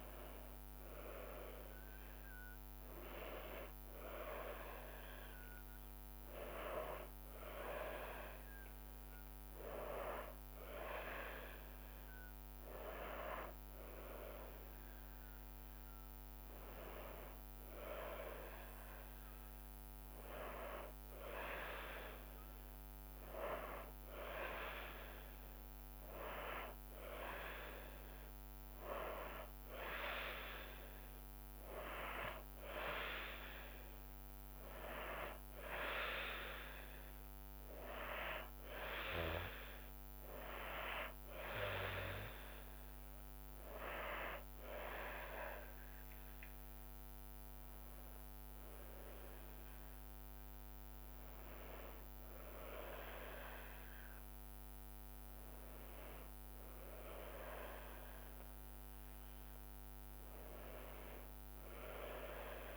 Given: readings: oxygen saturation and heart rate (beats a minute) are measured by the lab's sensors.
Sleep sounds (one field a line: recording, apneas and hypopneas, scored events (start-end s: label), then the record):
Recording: breathing in sleep by a microphone on the trachea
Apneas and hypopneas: none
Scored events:
none scored
From the record:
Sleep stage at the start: N2 (light sleep)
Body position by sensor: on the back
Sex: female